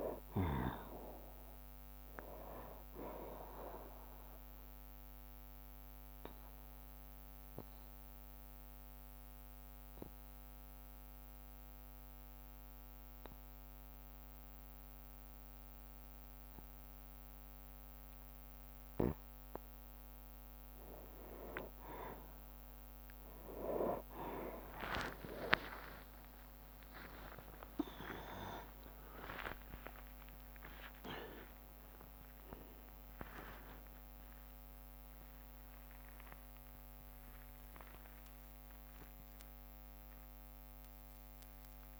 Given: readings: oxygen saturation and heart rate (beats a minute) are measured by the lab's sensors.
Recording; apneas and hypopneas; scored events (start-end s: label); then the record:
breathing in sleep by a microphone on the trachea; 1
0.00-7.00 s: drop in pulse transit time (device-marked, heart rate 65 extreme)
4.50-18.50 s: obstructive apnea (oxygen 98% before, 92% lowest, heart rate 66 before, 57 extreme)
8.00-17.00 s: bradycardia (device-marked, heart rate 68 before, 57 extreme)
11.00-23.00 s: oxygen desaturation (device-marked, oxygen 95% before, 92% lowest, heart rate 67 before, 58 extreme)
23.00-30.00 s: tachycardia (device-marked, heart rate 68 before, 143 extreme)
26.00-40.00 s: drop in pulse transit time (device-marked, heart rate 62 before, 91 extreme)
27.00-29.00 s: long interval between heartbeats (device-marked, heart rate 65 before, 131 extreme)
29.00-31.00 s: long interval between heartbeats (device-marked, heart rate 72 before, 143 extreme)
34.00-36.00 s: long interval between heartbeats (device-marked, heart rate 90 before, 94 extreme)
34.00-42.00 s: tachycardia (device-marked, heart rate 70 before, 133 extreme)
36.00-42.00 s: new sleep stage, awake
37.50-39.50 s: long interval between heartbeats (device-marked, heart rate 96 before, 112 extreme)
From the record:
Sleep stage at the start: N2 (light sleep); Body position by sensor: on the back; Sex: male